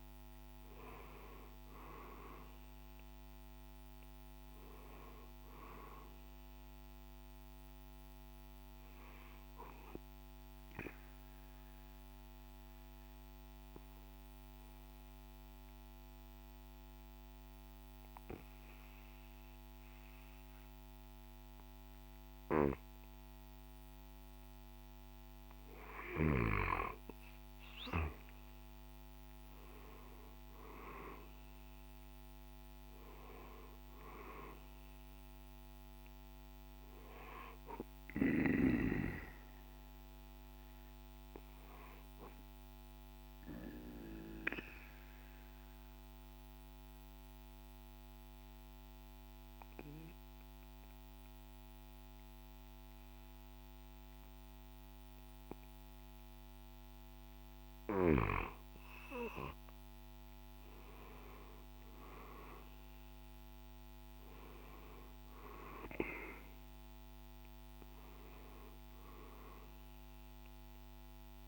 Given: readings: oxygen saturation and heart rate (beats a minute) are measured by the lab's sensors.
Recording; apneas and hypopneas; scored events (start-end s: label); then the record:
breathing in sleep by a microphone on the trachea; 2
6.00-22.00 s: oxygen desaturation (device-marked, oxygen 97% before, 92% lowest, heart rate 58 before, 53 extreme)
7.00-24.00 s: obstructive apnea (oxygen 97% before, 90% lowest, heart rate 58 before, 53 extreme, up 5 after)
26.50-30.00 s: arousal
31.00-51.00 s: oxygen desaturation (device-marked, oxygen 97% before, 90% lowest, heart rate 56 before, 53 extreme)
42.00-57.00 s: obstructive apnea (oxygen 97% before, 90% lowest, heart rate 57 before, 53 extreme, up 8 after)
59.50-63.50 s: arousal
62.00-71.48 s: oxygen desaturation (device-marked, oxygen 97% before, 91% lowest, heart rate 55 before, 52 extreme)
From the record:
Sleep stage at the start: N2 (light sleep); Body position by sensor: on the right side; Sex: male